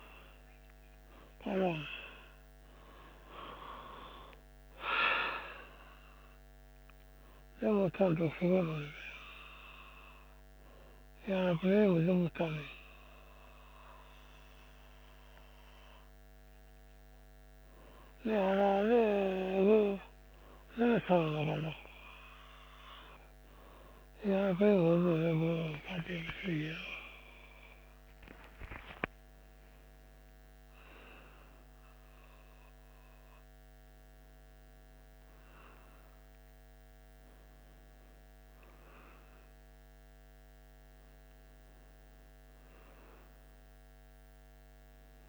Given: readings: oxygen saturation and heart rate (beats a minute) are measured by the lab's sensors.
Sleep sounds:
a person awake in a sleep study, by a microphone on the trachea; none
none scored
From the record:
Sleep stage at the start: awake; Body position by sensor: on the back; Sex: male

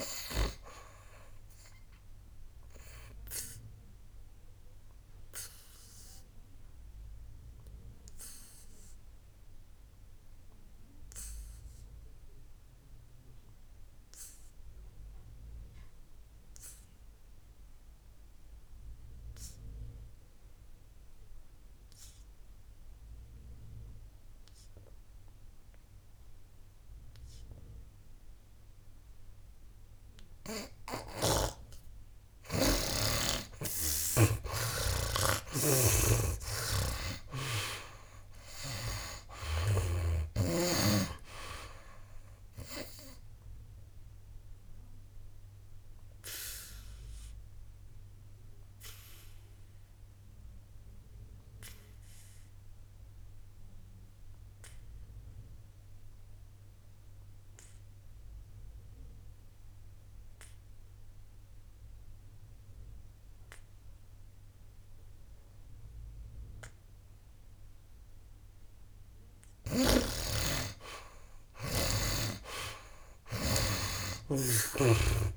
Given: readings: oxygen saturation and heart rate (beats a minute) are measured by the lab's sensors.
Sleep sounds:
breathing in sleep by a room microphone; 2
0.00-27.00 s: oxygen desaturation (device-marked, oxygen 69% lowest, heart rate 57 extreme)
3.00-31.50 s: obstructive apnea (oxygen 97% before, 69% lowest, heart rate 69 before, 57 extreme, up 20 after)
31.00-40.50 s: snoring (device-marked)
35.00-40.00 s: arousal
40.00-66.00 s: oxygen desaturation (device-marked, oxygen 91% before, 70% lowest, heart rate 64 before, 59 extreme)
44.00-69.00 s: obstructive apnea (oxygen 91% before, 70% lowest, heart rate 69 before, 59 extreme, up 13 after)
70.00-74.00 s: snoring (device-marked)
72.50-75.37 s: arousal
From the record:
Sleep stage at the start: N2 (light sleep); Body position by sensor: on the back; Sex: male

